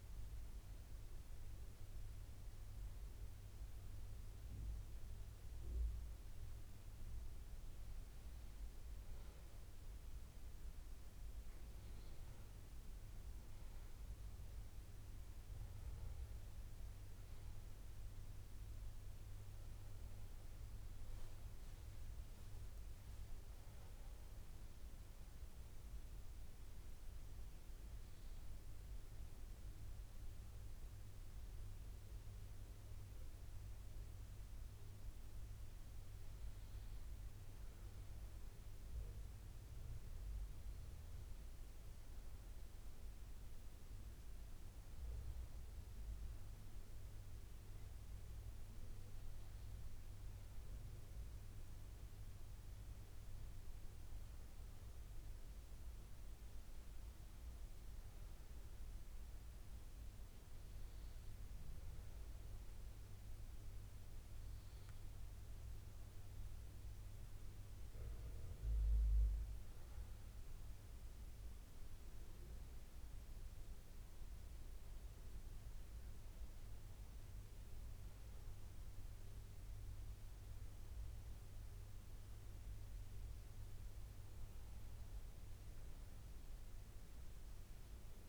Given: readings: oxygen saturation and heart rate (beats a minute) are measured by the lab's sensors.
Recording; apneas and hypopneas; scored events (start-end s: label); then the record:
breathing in sleep, hard to hear, by a room microphone; 1
17.00-35.00 s: oxygen desaturation (device-marked, oxygen 98% before, 92% lowest, heart rate 76 before, 74 extreme)
26.50-36.50 s: obstructive apnea (oxygen 99% before, 92% lowest, heart rate 76 before, 74 extreme, up 3 after)
37.50-42.00 s: arousal
From the record:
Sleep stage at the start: N2 (light sleep); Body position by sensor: on the back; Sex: male